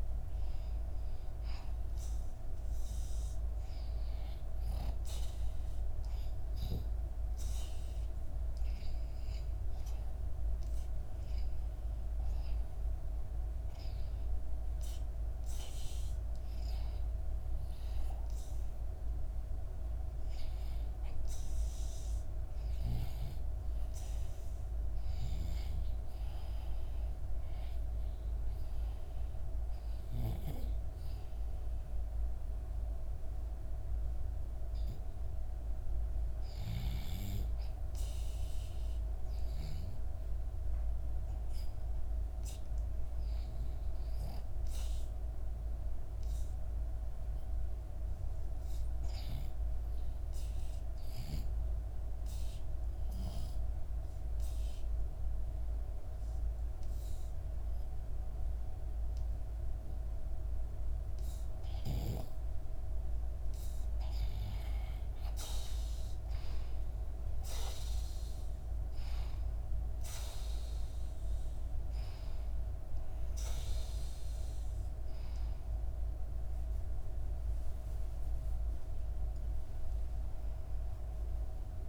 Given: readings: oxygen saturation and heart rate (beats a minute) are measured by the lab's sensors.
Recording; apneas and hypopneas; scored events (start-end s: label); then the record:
breathing in sleep, hard to hear, by a room microphone; 1
0.00-1.50 s: oxygen desaturation (device-marked, oxygen 85% lowest, heart rate 74 extreme)
44.50-53.50 s: oxygen desaturation (device-marked, oxygen 95% before, 92% lowest, heart rate 77 before, 73 extreme)
51.00-62.00 s: obstructive apnea (oxygen 95% before, 88% lowest, heart rate 76 before, 73 extreme, up 3 after)
62.50-81.89 s: oxygen desaturation (device-marked, oxygen 94% before, 88% lowest, heart rate 75 before, 75 extreme)
63.00-67.50 s: arousal
79.50-81.89 s: arousal
From the record:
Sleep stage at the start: REM sleep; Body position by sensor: on the back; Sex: female